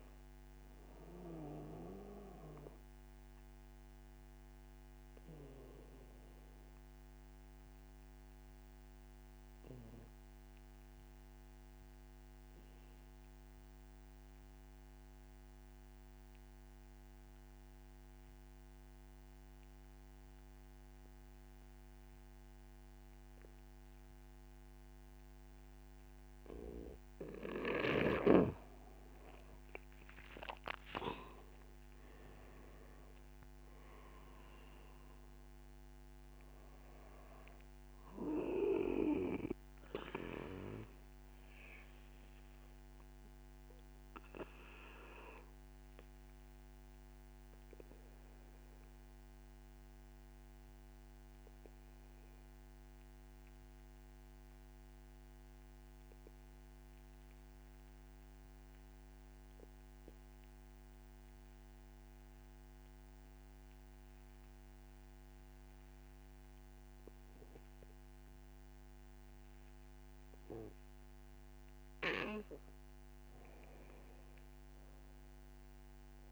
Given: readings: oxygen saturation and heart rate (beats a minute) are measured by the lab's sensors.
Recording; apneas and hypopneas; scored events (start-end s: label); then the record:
breathing in sleep by a microphone on the trachea; 2
0.00-13.00 s: oxygen desaturation (device-marked, oxygen 86% lowest)
5.00-26.00 s: obstructive apnea (oxygen 96% before, 86% lowest, heart rate 53 before, 43 extreme, up 9 after)
28.00-52.00 s: oxygen desaturation (device-marked, oxygen 96% before, 87% lowest, heart rate 66 before, 43 extreme)
30.00-35.00 s: arousal
43.50-69.50 s: obstructive apnea (oxygen 97% before, 87% lowest, heart rate 60 before, 45 extreme, up 1 after)
68.00-76.32 s: oxygen desaturation (device-marked, oxygen 96% before, 87% lowest, heart rate 64 before, 43 extreme)
73.50-76.00 s: arousal
From the record:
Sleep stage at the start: N2 (light sleep); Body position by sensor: on the back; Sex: male